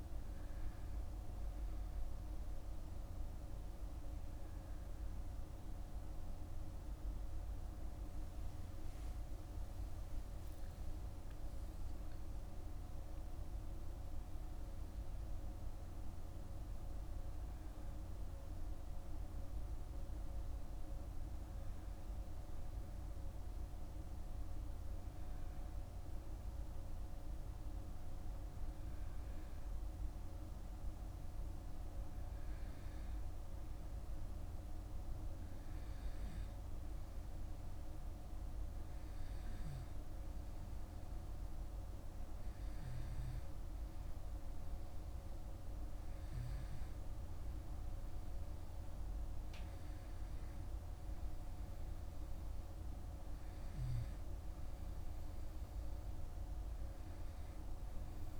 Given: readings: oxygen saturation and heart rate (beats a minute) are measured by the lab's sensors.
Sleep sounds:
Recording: breathing in sleep, hard to hear, by a room microphone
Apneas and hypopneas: none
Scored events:
none scored
From the record:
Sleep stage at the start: N2 (light sleep)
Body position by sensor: on the back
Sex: male

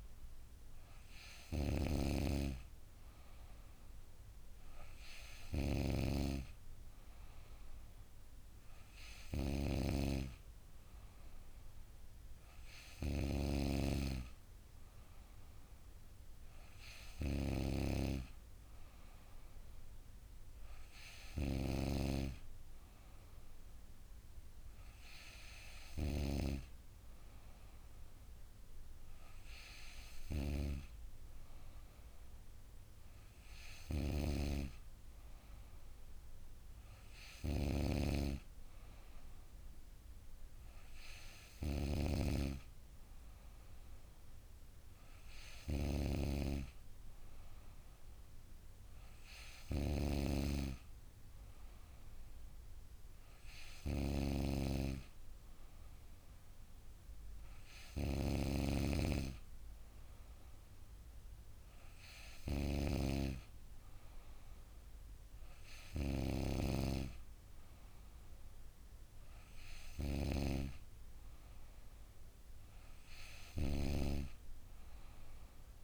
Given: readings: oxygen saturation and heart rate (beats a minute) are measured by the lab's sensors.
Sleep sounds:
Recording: breathing in sleep by a room microphone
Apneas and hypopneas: none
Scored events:
none scored
From the record:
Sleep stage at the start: N2 (light sleep)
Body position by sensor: on the back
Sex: female

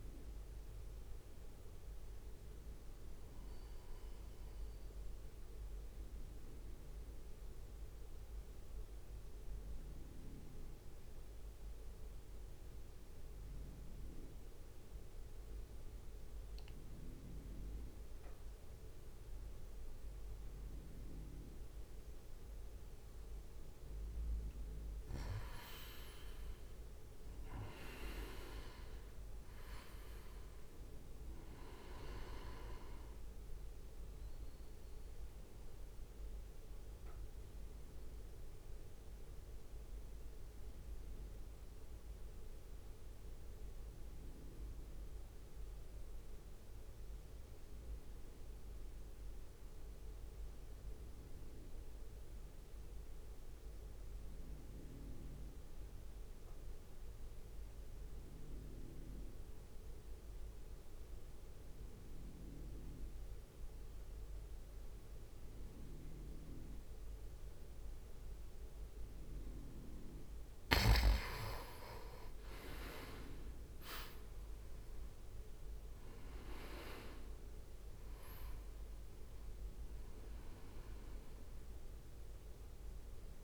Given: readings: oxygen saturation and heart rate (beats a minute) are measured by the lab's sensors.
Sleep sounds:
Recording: breathing in sleep by a room microphone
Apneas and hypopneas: 2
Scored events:
0.00-2.00 s: arousal
2.50-4.50 s: long interval between heartbeats (device-marked, heart rate 63 before, 65 extreme)
5.50-23.00 s: central apnea (oxygen 99% before, 87% lowest, heart rate 63 before, 55 extreme, up 5 after)
24.50-51.50 s: oxygen desaturation (device-marked, oxygen 97% before, 90% lowest, heart rate 63 before, 55 extreme)
26.00-30.00 s: arousal
34.00-68.50 s: mixed apnea (oxygen 98% before, 86% lowest, heart rate 67 before, 54 extreme, up 1 after)
63.50-83.44 s: oxygen desaturation (device-marked, oxygen 97% before, 86% lowest, heart rate 60 before, 54 extreme)
73.50-78.50 s: arousal
76.50-83.44 s: drop in pulse transit time (device-marked, heart rate 62 before, 54 extreme)
From the record:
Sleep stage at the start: N2 (light sleep)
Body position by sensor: on the right side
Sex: male

